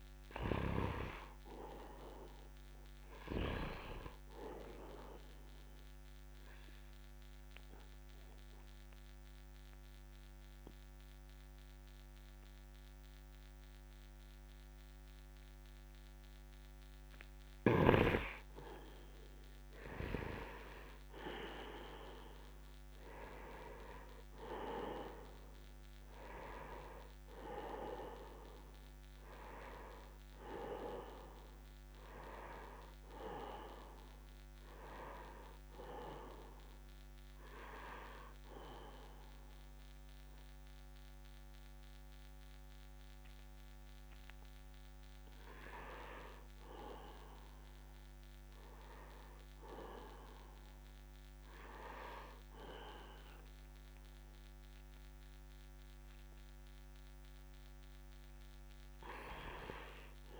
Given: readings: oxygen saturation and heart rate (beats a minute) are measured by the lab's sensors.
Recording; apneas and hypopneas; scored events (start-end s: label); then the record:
breathing in sleep by a microphone on the trachea; 2
0.50-4.00 s: arousal
6.00-18.00 s: obstructive apnea (oxygen 97% before, 88% lowest, heart rate 70 before, 64 extreme)
8.50-20.50 s: oxygen desaturation (device-marked, oxygen 97% before, 91% lowest, heart rate 69 before, 64 extreme)
19.50-24.00 s: arousal
27.50-47.50 s: oxygen desaturation (device-marked, oxygen 95% before, 88% lowest, heart rate 66 before, 68 extreme)
36.50-47.00 s: hypopnea (oxygen 97% before, 88% lowest, heart rate 67 before, 68 extreme, up 0 after)
51.00-55.00 s: arousal
From the record:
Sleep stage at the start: N2 (light sleep); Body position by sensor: upright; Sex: male